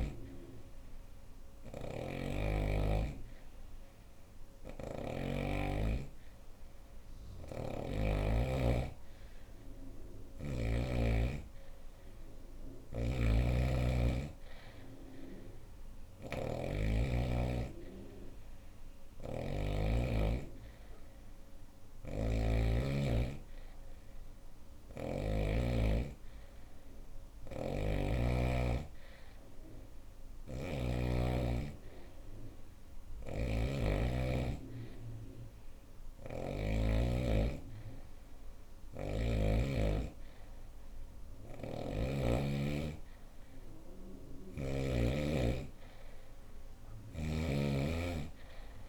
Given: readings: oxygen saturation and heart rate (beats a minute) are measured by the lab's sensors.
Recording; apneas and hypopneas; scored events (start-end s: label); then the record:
breathing in sleep by a room microphone; none
0.00-7.50 s: snoring (device-marked)
12.00-19.00 s: snoring (device-marked)
21.00-24.50 s: snoring (device-marked)
26.50-36.00 s: snoring (device-marked)
40.50-44.00 s: snoring (device-marked)
46.00-48.89 s: snoring (device-marked)
From the record:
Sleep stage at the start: N2 (light sleep); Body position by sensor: on the right side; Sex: female